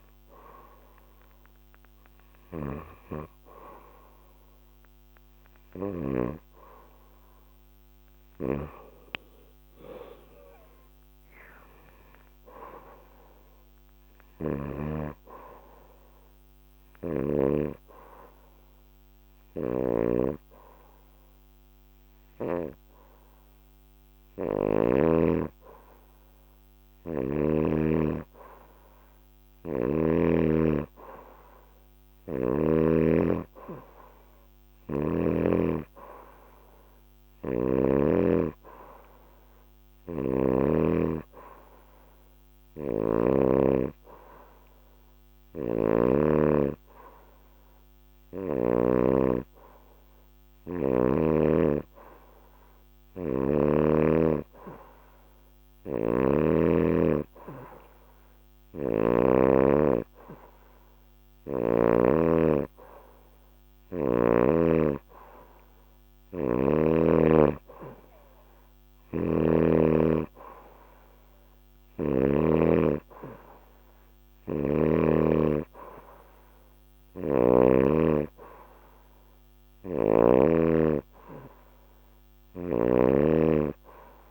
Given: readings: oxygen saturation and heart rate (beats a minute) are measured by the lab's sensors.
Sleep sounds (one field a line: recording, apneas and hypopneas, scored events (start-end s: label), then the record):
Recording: breathing in sleep by a microphone on the trachea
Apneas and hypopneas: 1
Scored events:
2.00-6.00 s: snoring (device-marked)
8.00-14.50 s: snoring (device-marked)
17.50-27.50 s: hypopnea (oxygen 96% before, 91% lowest, heart rate 72 before, 71 extreme, up 3 after)
19.00-25.00 s: snoring (device-marked)
28.50-32.00 s: arousal
39.50-43.00 s: snoring (device-marked)
45.00-48.50 s: snoring (device-marked)
55.50-59.00 s: snoring (device-marked)
68.50-72.00 s: snoring (device-marked)
74.00-77.50 s: snoring (device-marked)
82.00-84.31 s: snoring (device-marked)
From the record:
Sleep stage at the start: N2 (light sleep)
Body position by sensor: on the back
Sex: female